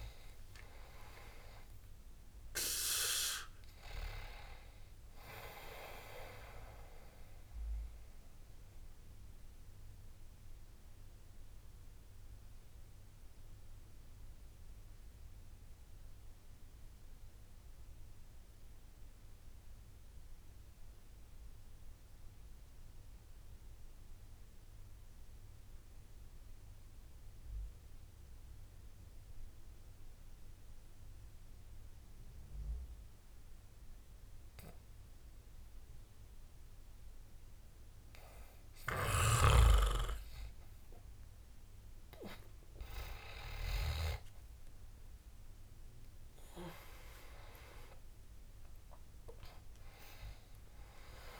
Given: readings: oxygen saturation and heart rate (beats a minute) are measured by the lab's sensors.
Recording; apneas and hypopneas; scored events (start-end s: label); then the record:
breathing in sleep by a room microphone; 1
0.00-9.50 s: oxygen desaturation (device-marked, oxygen 93% lowest, heart rate 64 extreme)
8.50-39.00 s: obstructive apnea (oxygen 99% before, 85% lowest, heart rate 80 before, 64 extreme, up 10 after)
11.50-24.50 s: oxygen desaturation (device-marked, oxygen 95% before, 90% lowest, heart rate 80 before, 64 extreme)
40.50-51.40 s: oxygen desaturation (device-marked, oxygen 98% before, 90% lowest, heart rate 70 before, 64 extreme)
41.00-44.50 s: arousal
From the record:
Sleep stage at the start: N2 (light sleep); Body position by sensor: on the back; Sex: male